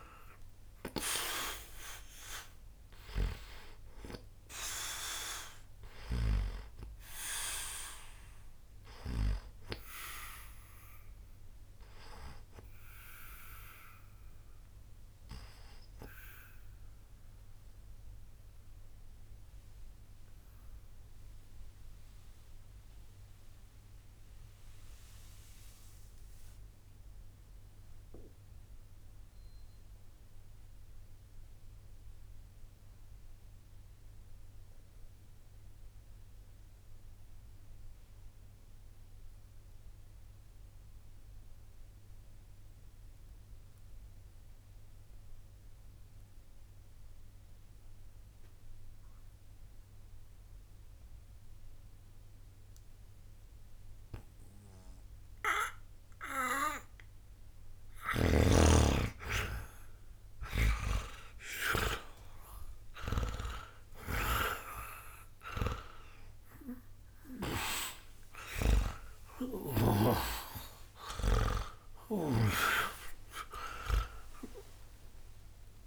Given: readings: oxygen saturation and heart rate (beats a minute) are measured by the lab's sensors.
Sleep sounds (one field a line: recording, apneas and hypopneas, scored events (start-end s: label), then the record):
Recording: breathing in sleep by a room microphone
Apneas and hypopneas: 1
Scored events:
0.00-26.00 s: oxygen desaturation (device-marked, oxygen 79% lowest, heart rate 59 extreme)
17.00-55.50 s: obstructive apnea (oxygen 95% before, 78% lowest, heart rate 81 before, 59 extreme, up 1 after)
50.00-75.86 s: oxygen desaturation (device-marked, oxygen 99% before, 78% lowest, heart rate 61 before, 60 extreme)
69.50-75.50 s: arousal
From the record:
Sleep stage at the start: N2 (light sleep)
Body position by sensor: on the back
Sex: male